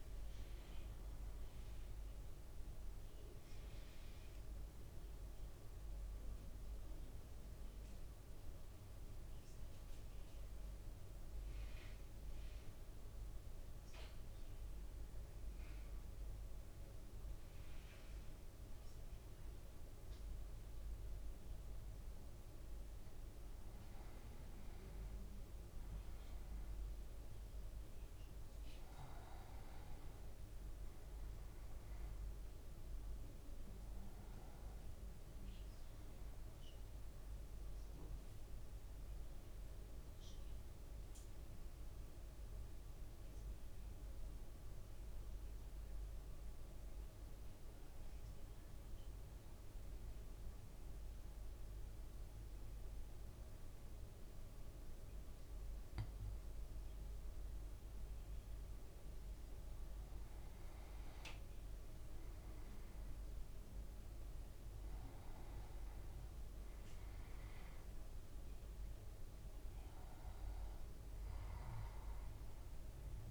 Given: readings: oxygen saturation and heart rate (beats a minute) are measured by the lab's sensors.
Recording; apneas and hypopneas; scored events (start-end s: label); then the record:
breathing in sleep, hard to hear, by a room microphone; 2
0.00-12.50 s: oxygen desaturation (device-marked, oxygen 94% lowest, heart rate 50 extreme)
1.50-21.50 s: mixed apnea (oxygen 98% before, 94% lowest, heart rate 56 before, 50 extreme, up 7 after)
23.00-27.50 s: arousal
29.50-51.50 s: oxygen desaturation (device-marked, oxygen 99% before, 94% lowest, heart rate 55 before, 52 extreme)
37.00-59.00 s: obstructive apnea (oxygen 99% before, 94% lowest, heart rate 55 before, 52 extreme, up 4 after)
61.50-67.00 s: arousal
68.50-73.31 s: oxygen desaturation (device-marked, oxygen 98% before, 94% lowest, heart rate 54 before, 52 extreme)
From the record:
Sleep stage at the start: N2 (light sleep); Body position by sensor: on the back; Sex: male